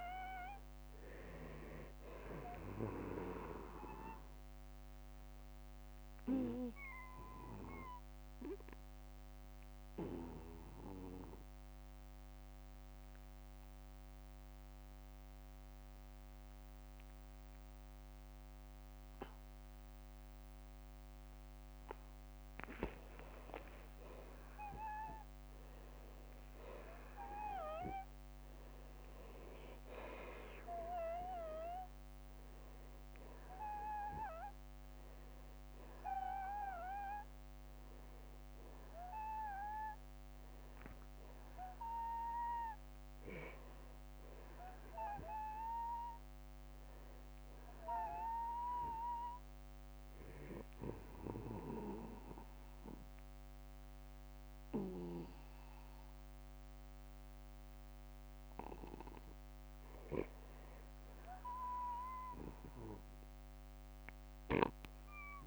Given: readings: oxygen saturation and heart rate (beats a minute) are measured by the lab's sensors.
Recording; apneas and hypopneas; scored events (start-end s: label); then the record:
breathing in sleep by a microphone on the trachea; 2
3.00-5.00 s: long interval between heartbeats (device-marked, heart rate 56 before, 64 extreme)
4.00-22.50 s: obstructive apnea (oxygen 93% before, 88% lowest, heart rate 57 before, 45 extreme, up 9 after)
14.00-26.00 s: oxygen desaturation (device-marked, oxygen 92% before, 88% lowest, heart rate 59 before, 45 extreme)
22.50-24.50 s: long interval between heartbeats (device-marked, heart rate 56 before, 49 extreme)
23.50-28.00 s: arousal
40.00-42.00 s: long interval between heartbeats (device-marked, heart rate 54 before, 63 extreme)
49.50-60.00 s: obstructive apnea (oxygen 94% before, 90% lowest, heart rate 61 before, 52 extreme, up 5 after)
53.00-63.00 s: oxygen desaturation (device-marked, oxygen 94% before, 90% lowest, heart rate 63 before, 52 extreme)
64.00-65.47 s: long interval between heartbeats (device-marked, heart rate 59 before, 52 extreme)
From the record:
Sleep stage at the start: N2 (light sleep); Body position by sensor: on the back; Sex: male